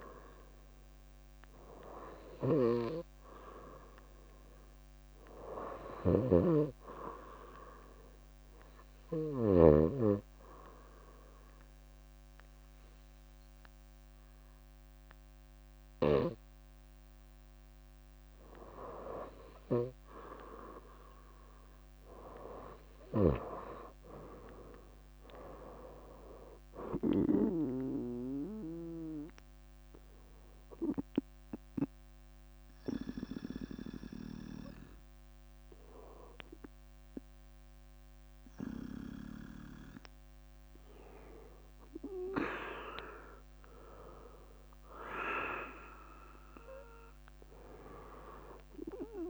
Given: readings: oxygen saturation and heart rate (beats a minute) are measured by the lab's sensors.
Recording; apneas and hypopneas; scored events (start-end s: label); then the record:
breathing in sleep by a microphone on the trachea; 2
5.50-9.50 s: snoring (device-marked)
7.00-18.50 s: obstructive apnea (oxygen 96% before, 92% lowest, heart rate 69 before, 62 extreme, up 6 after)
23.00-27.00 s: arousal
29.50-40.50 s: hypopnea (oxygen 95% before, 92% lowest, heart rate 71 before, 61 extreme, up 9 after)
40.00-41.00 s: leg movement (device-marked)
42.50-47.00 s: arousal
46.00-48.50 s: leg movement (device-marked)
From the record:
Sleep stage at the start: REM sleep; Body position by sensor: on the right side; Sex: female